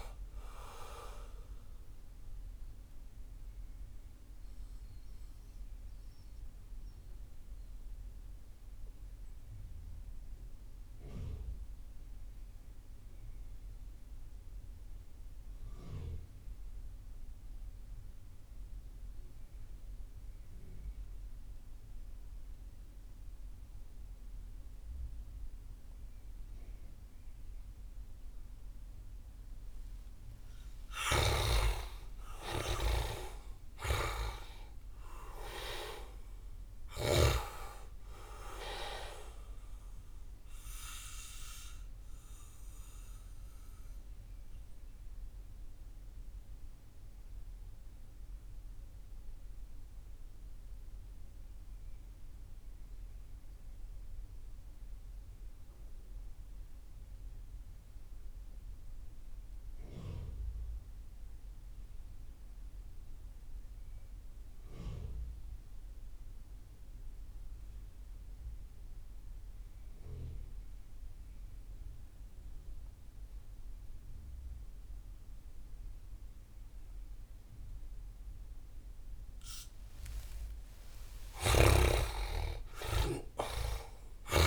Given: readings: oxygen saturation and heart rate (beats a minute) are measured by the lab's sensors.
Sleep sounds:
breathing in sleep by a room microphone; 2
0.00-16.50 s: oxygen desaturation (device-marked, oxygen 66% lowest)
2.50-29.50 s: mixed apnea (oxygen 95% before, 66% lowest)
27.50-55.50 s: oxygen desaturation (device-marked, oxygen 98% before, 75% lowest)
30.50-34.00 s: arousal
30.50-37.00 s: snoring (device-marked)
42.50-80.00 s: mixed apnea (oxygen 98% before, 71% lowest)
70.50-84.46 s: oxygen desaturation (device-marked, oxygen 97% before, 71% lowest)
80.50-84.46 s: arousal
From the record:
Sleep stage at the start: REM sleep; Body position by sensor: on the back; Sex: male

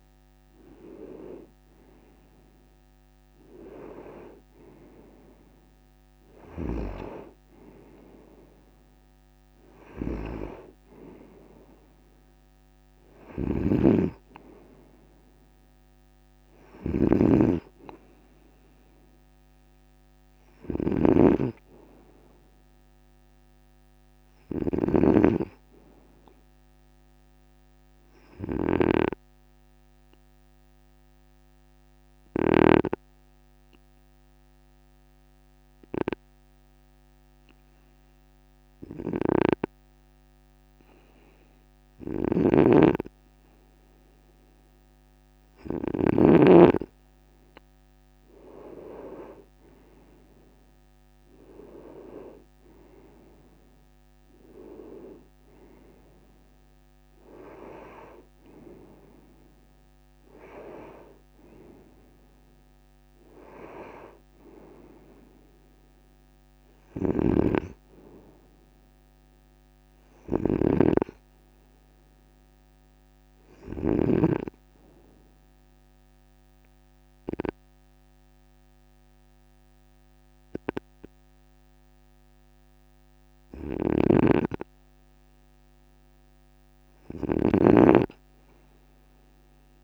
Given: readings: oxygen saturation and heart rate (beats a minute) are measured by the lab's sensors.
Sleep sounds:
breathing in sleep by a microphone on the trachea; 2
13.00-32.50 s: snoring (device-marked)
23.50-27.00 s: arousal
28.50-41.00 s: obstructive apnea (oxygen 97% before, 96% lowest, heart rate 52 before, 52 extreme, up 3 after)
38.50-46.00 s: snoring (device-marked)
43.50-46.50 s: arousal
66.50-73.50 s: snoring (device-marked)
74.00-85.00 s: obstructive apnea (oxygen 97% before, 95% lowest, heart rate 54 before, 50 extreme, up 3 after)
83.00-89.84 s: snoring (device-marked)
87.00-89.84 s: arousal
From the record:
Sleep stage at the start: N2 (light sleep); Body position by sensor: on the right side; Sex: male

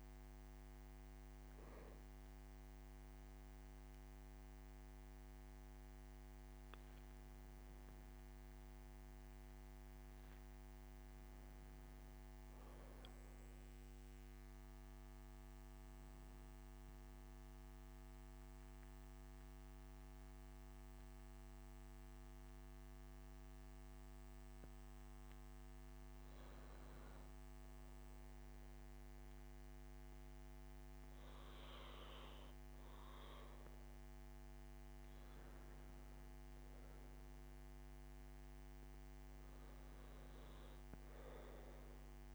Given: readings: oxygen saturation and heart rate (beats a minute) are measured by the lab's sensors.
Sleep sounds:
breathing in sleep, hard to hear, by a microphone on the trachea; none
30.50-42.34 s: new sleep stage, N2 (light sleep)
From the record:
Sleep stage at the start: N1 (lightest sleep); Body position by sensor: on the right side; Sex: male

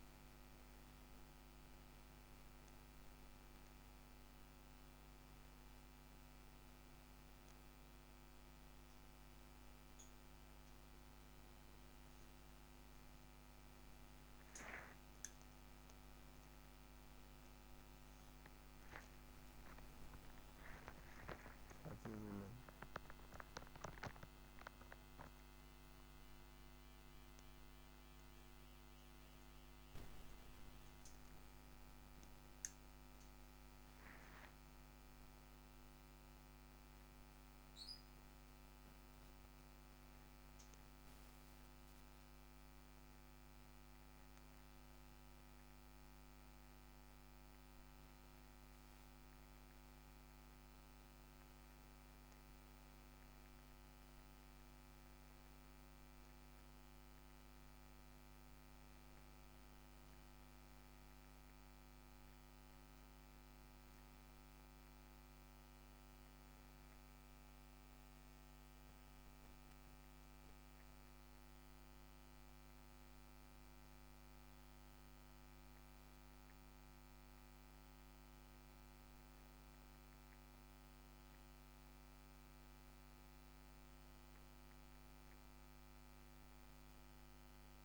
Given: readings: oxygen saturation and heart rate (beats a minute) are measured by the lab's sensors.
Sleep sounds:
a person partly awake in a sleep study, hard to hear, by a microphone on the trachea; none
35.50-87.85 s: new sleep stage, N1 (lightest sleep)
From the record:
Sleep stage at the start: awake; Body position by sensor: on the back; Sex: male

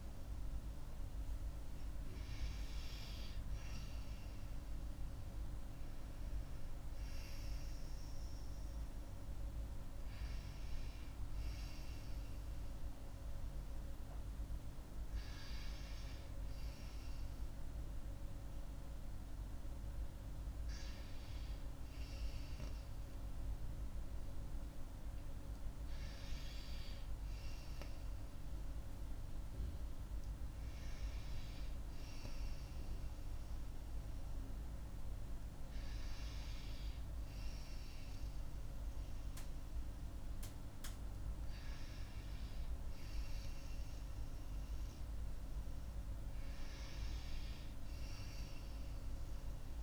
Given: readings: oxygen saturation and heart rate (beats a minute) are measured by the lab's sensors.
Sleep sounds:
breathing in sleep, hard to hear, by a room microphone; none
none scored
From the record:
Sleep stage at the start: N2 (light sleep); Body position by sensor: on the right side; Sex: female

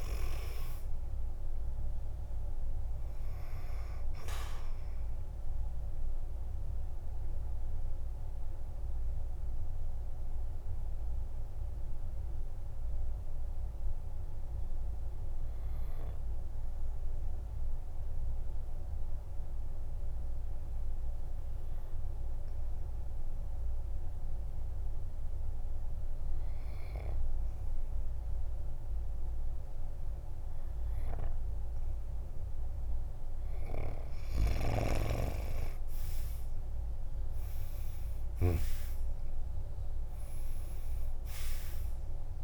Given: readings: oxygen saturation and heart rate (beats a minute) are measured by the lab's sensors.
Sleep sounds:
breathing in sleep by a room microphone; 1
0.00-23.00 s: oxygen desaturation (device-marked, oxygen 92% lowest, heart rate 48 extreme)
7.00-33.00 s: obstructive apnea (oxygen 98% before, 91% lowest, heart rate 56 before, 48 extreme, up 13 after)
35.00-42.44 s: oxygen desaturation (device-marked, oxygen 99% before, 91% lowest, heart rate 51 before, 48 extreme)
36.00-40.00 s: arousal
From the record:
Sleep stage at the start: N2 (light sleep); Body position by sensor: on the back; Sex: male

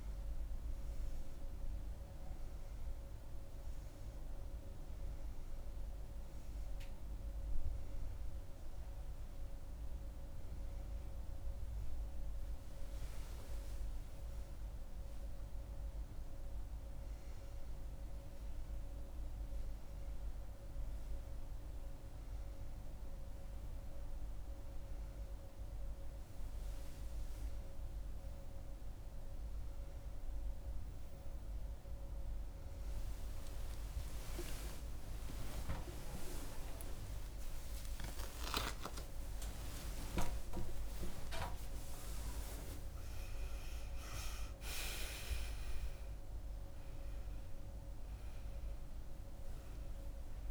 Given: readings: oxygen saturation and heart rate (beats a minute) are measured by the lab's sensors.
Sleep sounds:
a person awake in a sleep study, by a room microphone; none
50.00-50.50 s: new sleep stage, N1 (lightest sleep)
From the record:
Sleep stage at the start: awake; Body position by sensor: on the back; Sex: female

